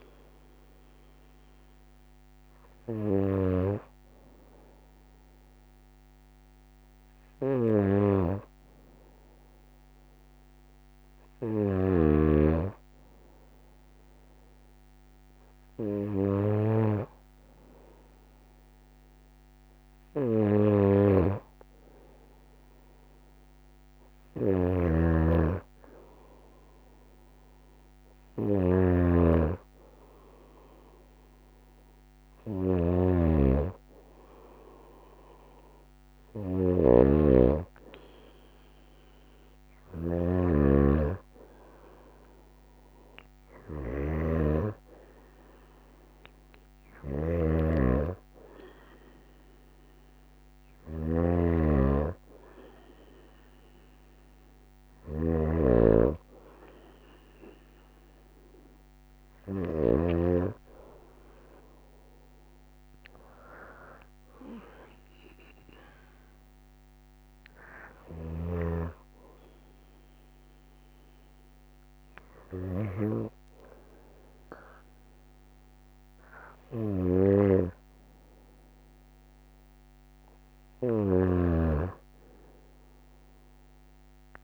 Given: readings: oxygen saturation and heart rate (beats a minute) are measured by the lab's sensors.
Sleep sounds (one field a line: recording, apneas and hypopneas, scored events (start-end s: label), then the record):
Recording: breathing in sleep by a microphone on the trachea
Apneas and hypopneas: none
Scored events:
24.00-36.50 s: snoring (device-marked)
43.50-55.00 s: snoring (device-marked)
80.50-84.44 s: snoring (device-marked)
From the record:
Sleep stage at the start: N2 (light sleep)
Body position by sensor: on the right side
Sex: female